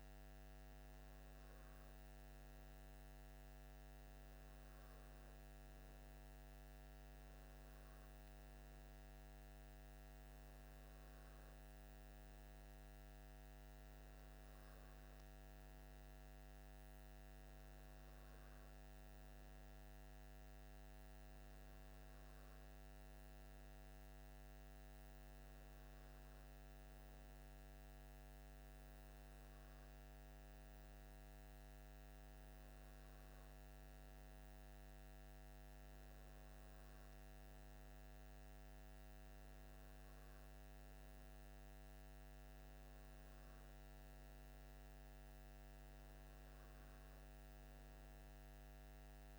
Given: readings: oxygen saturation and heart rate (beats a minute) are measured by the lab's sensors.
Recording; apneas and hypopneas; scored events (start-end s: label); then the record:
breathing in sleep, hard to hear, by a microphone on the trachea; none
none scored
From the record:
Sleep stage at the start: N2 (light sleep); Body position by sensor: on the left side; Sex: male